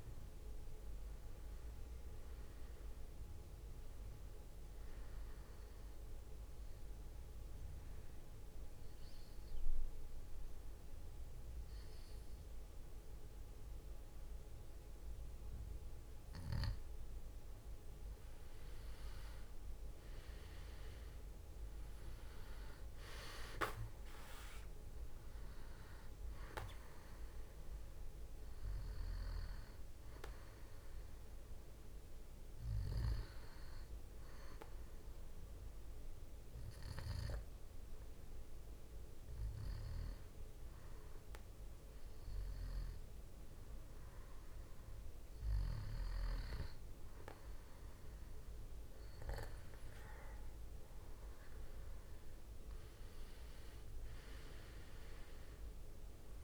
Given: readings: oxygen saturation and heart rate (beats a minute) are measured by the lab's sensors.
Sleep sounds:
breathing in sleep by a room microphone; 2
1.50-4.50 s: arousal
6.00-17.00 s: obstructive apnea (oxygen 95% before, 91% lowest, heart rate 65 before, 62 extreme, up 8 after)
19.50-23.50 s: arousal
20.50-36.50 s: oxygen desaturation (device-marked, oxygen 95% before, 91% lowest, heart rate 63 before, 63 extreme)
33.50-44.00 s: hypopnea (oxygen 95% before, 92% lowest, heart rate 66 before, 59 extreme, up 4 after)
48.50-53.00 s: arousal
From the record:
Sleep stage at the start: N2 (light sleep); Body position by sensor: on the back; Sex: male

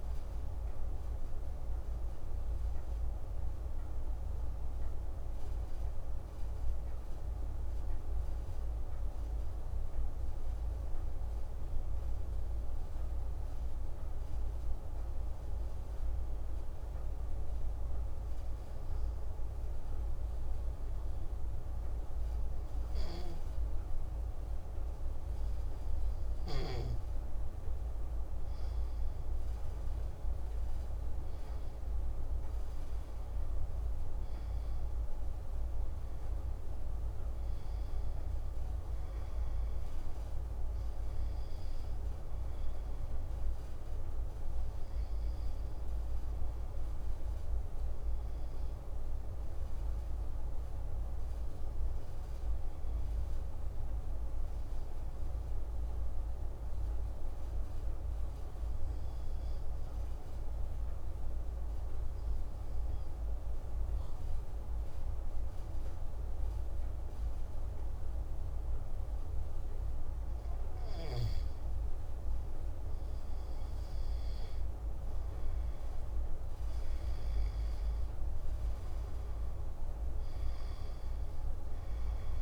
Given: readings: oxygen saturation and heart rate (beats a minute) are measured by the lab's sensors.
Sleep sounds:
breathing in sleep, hard to hear, by a room microphone; 2
0.00-4.00 s: oxygen desaturation (device-marked, oxygen 92% lowest, heart rate 104 extreme)
7.50-25.50 s: obstructive apnea (oxygen 95% before, 94% lowest, heart rate 132 before, 85 extreme)
27.00-33.00 s: arousal
52.50-71.50 s: obstructive apnea (oxygen 97% before, 94% lowest, heart rate 124 before, 32 extreme, up 44 after)
73.00-77.00 s: arousal
From the record:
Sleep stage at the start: N2 (light sleep); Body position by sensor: on the back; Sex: male

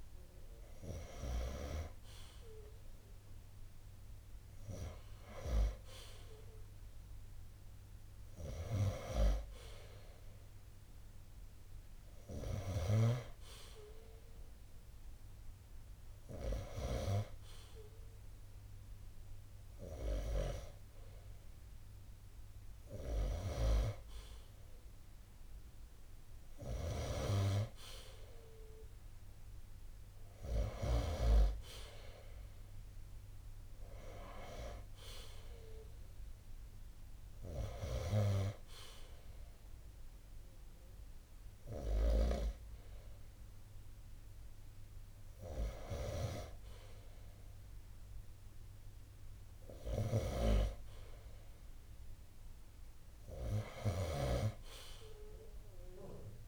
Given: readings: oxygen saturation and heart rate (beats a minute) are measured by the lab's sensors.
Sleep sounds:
breathing in sleep by a room microphone; none
26.00-30.50 s: snoring (device-marked)
49.00-53.50 s: snoring (device-marked)
From the record:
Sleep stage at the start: N2 (light sleep); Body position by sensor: on the right side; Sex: male

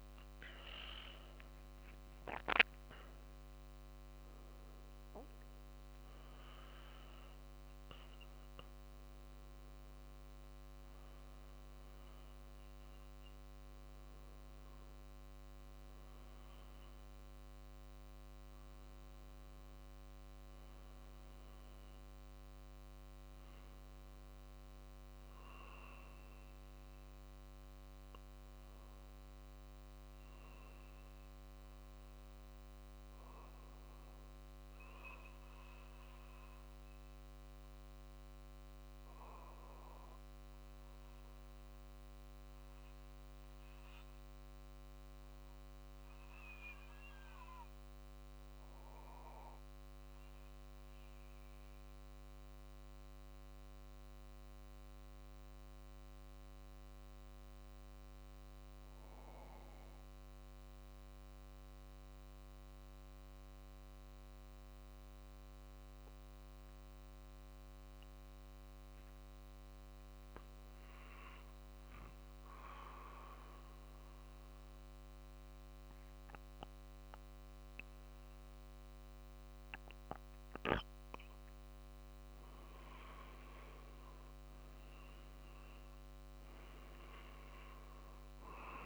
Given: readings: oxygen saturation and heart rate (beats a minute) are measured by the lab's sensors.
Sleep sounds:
breathing in sleep by a microphone on the trachea; 1
0.00-4.00 s: arousal
3.00-16.00 s: drop in pulse transit time (device-marked, heart rate 48 before, 49 extreme)
4.50-6.50 s: long interval between heartbeats (device-marked, heart rate 48 before, 57 extreme)
32.00-54.00 s: oxygen desaturation (device-marked, oxygen 95% before, 88% lowest, heart rate 48 before, 46 extreme)
38.50-80.00 s: obstructive apnea (oxygen 95% before, 88% lowest, heart rate 46 before, 46 extreme, up 2 after)
83.50-87.50 s: arousal
From the record:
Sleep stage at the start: N2 (light sleep); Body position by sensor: on the back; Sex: male

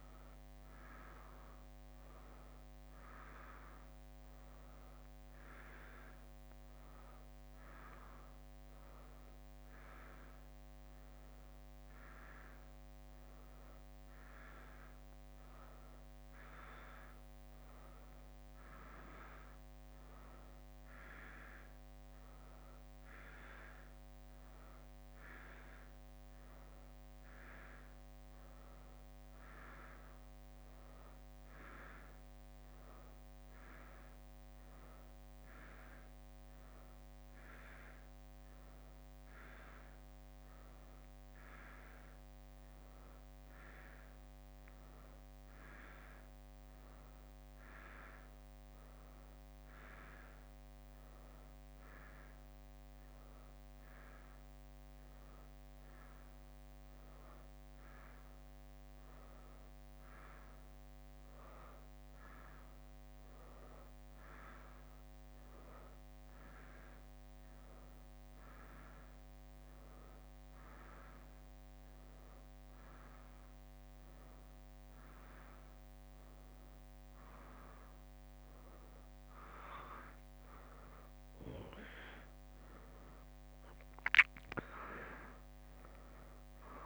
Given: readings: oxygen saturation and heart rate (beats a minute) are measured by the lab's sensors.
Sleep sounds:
a person awake in a sleep study, by a microphone on the trachea; none
81.00-86.86 s: drop in pulse transit time (device-marked, heart rate 63 before, 64 extreme)
From the record:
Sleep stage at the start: awake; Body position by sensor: on the right side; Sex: female

